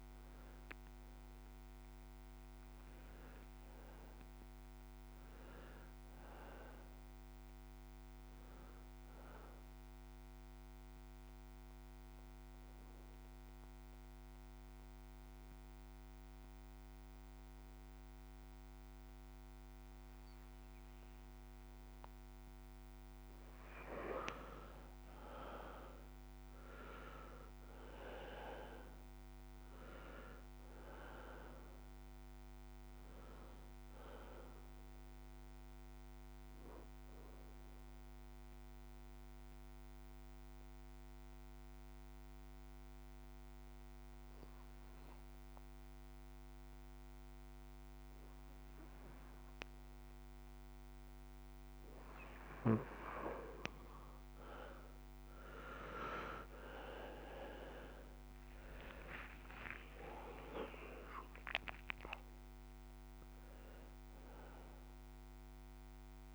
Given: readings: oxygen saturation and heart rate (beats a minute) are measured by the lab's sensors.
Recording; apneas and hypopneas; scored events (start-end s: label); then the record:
breathing in sleep by a microphone on the trachea; 2
10.00-49.00 s: oxygen desaturation (device-marked, oxygen 98% before, 84% lowest)
10.00-66.35 s: new sleep stage, N2 (light sleep)
10.50-22.50 s: mixed apnea (oxygen 98% before, 84% lowest, heart rate 59 before, 25 extreme, up 50 after)
25.50-29.50 s: arousal
37.50-52.50 s: obstructive apnea (oxygen 97% before, 84% lowest)
56.50-61.00 s: arousal
60.00-66.35 s: oxygen desaturation (device-marked, oxygen 96% before, 85% lowest, heart rate 36 before, 78 extreme)
From the record:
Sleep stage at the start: N1 (lightest sleep); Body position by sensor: on the back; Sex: male